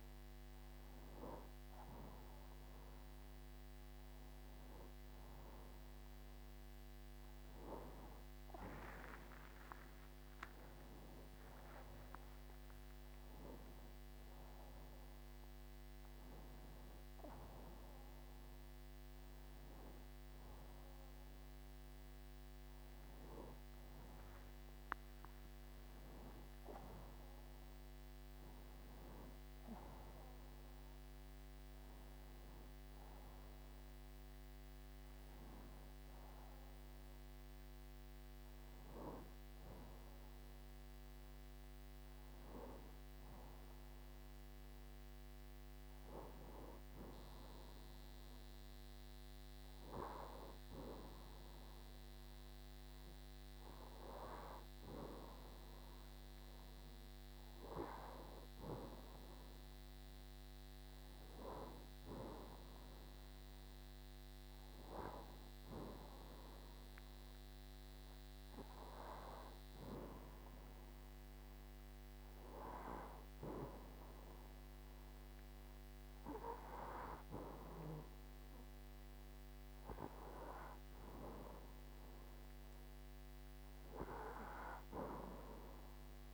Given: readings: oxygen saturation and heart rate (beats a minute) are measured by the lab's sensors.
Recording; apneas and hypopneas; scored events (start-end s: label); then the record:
breathing in sleep by a microphone on the trachea; none
47.00-86.34 s: new sleep stage, N2 (light sleep)
From the record:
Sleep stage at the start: N1 (lightest sleep); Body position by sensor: on the right side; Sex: male